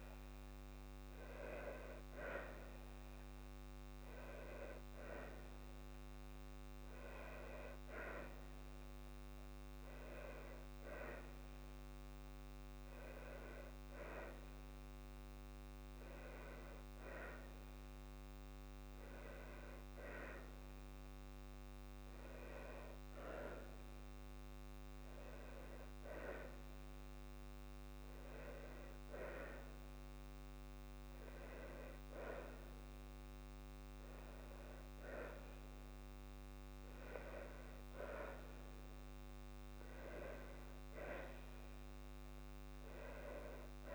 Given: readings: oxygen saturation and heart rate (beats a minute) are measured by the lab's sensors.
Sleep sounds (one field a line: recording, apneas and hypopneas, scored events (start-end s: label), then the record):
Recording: breathing in sleep by a microphone on the trachea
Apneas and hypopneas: 1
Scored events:
14.00-32.00 s: oxygen desaturation (device-marked, oxygen 96% before, 93% lowest, heart rate 69 before, 57 extreme)
16.00-33.50 s: obstructive apnea (oxygen 98% before, 93% lowest, heart rate 66 before, 57 extreme, up 1 after)
39.00-43.00 s: arousal
From the record:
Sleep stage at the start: N2 (light sleep)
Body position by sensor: on the back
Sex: female